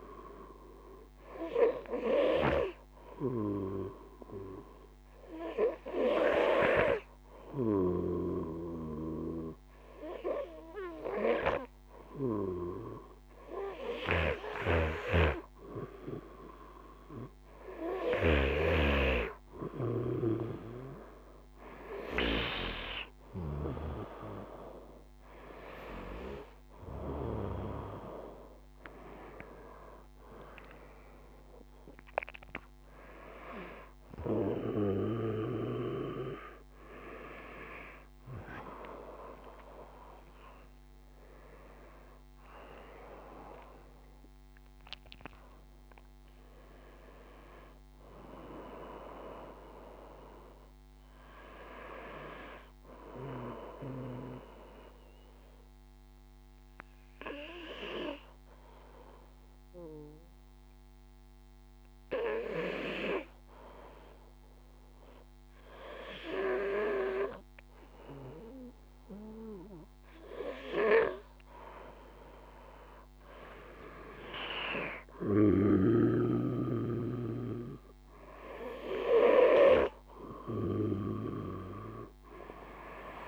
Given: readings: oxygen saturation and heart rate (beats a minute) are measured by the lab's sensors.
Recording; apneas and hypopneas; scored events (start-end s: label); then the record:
breathing in sleep by a microphone on the trachea; 2
2.00-15.00 s: hypopnea (oxygen 95% before, 94% lowest, heart rate 53 before, 52 extreme, up 3 after)
13.50-23.00 s: snoring (device-marked)
18.00-22.00 s: arousal
40.00-45.00 s: arousal
57.00-69.50 s: hypopnea (oxygen 96% before, 95% lowest, heart rate 59 before, 52 extreme, up 2 after)
72.00-75.50 s: arousal
From the record:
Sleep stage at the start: N2 (light sleep); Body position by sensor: on the back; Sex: male